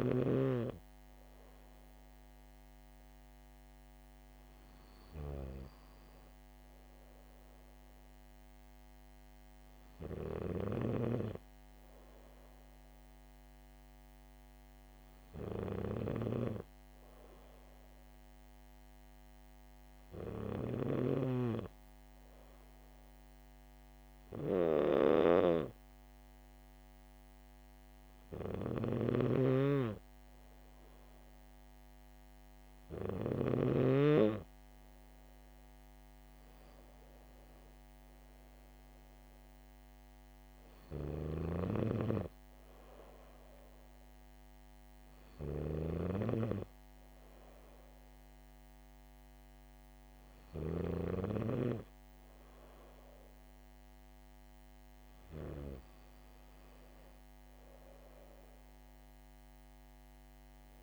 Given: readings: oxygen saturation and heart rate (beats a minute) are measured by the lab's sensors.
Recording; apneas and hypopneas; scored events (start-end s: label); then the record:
breathing in sleep by a microphone on the trachea; none
28.50-33.50 s: snoring (device-marked)
41.00-46.00 s: snoring (device-marked)
From the record:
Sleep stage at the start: N2 (light sleep); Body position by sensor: on the back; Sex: female